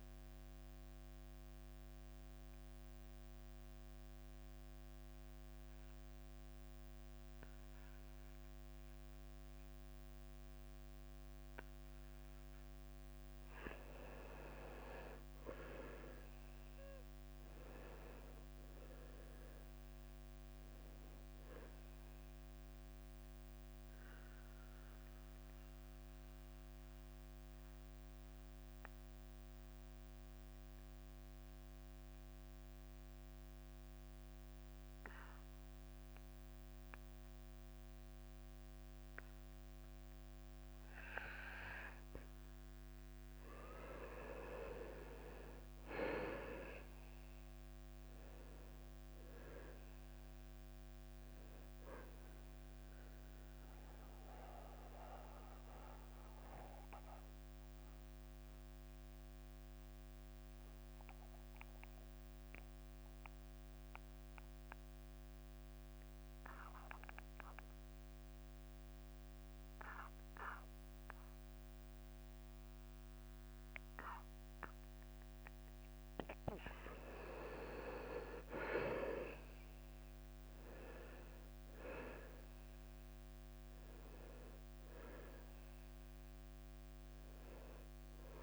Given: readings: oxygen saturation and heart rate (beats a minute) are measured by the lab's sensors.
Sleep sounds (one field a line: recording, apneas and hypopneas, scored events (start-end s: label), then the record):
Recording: breathing in sleep by a microphone on the trachea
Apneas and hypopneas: 3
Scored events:
0.50-13.00 s: mixed apnea (oxygen 97% before, 90% lowest, heart rate 89 before, 87 extreme, up 1 after)
16.00-27.00 s: drop in pulse transit time (device-marked, heart rate 89 before, 88 extreme)
16.50-20.50 s: arousal
22.00-38.00 s: oxygen desaturation (device-marked, oxygen 97% before, 90% lowest, heart rate 89 before, 83 extreme)
23.50-43.00 s: mixed apnea (oxygen 98% before, 90% lowest, heart rate 88 before, 83 extreme, up 4 after)
45.00-49.50 s: arousal
45.00-58.00 s: drop in pulse transit time (device-marked, heart rate 88 before, 84 extreme)
53.00-77.50 s: obstructive apnea (oxygen 97% before, 89% lowest, heart rate 87 before, 82 extreme, up 8 after)
69.00-73.00 s: oxygen desaturation (device-marked, oxygen 95% before, 90% lowest, heart rate 88 before, 82 extreme)
78.00-88.43 s: new sleep stage, N1 (lightest sleep)
78.50-83.00 s: arousal
80.00-88.43 s: drop in pulse transit time (device-marked, heart rate 86 before, 87 extreme)
From the record:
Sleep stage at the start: N2 (light sleep)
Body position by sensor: on the back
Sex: male